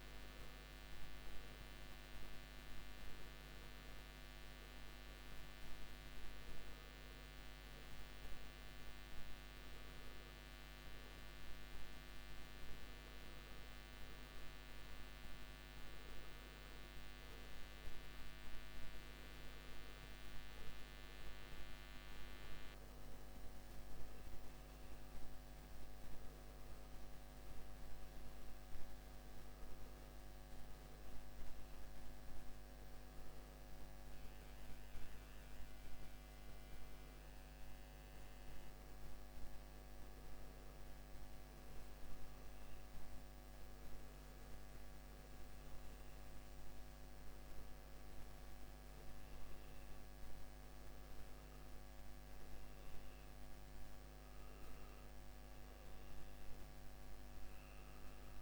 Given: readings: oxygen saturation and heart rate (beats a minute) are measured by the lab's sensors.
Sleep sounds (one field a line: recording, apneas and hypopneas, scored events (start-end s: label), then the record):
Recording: breathing in sleep, hard to hear, by a microphone on the trachea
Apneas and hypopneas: none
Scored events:
3.50-40.50 s: oxygen desaturation (device-marked, oxygen 95% before, 91% lowest, heart rate 68 before, 65 extreme)
43.50-58.42 s: new sleep stage, N2 (light sleep)
From the record:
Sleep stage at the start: N1 (lightest sleep)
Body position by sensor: on the back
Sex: male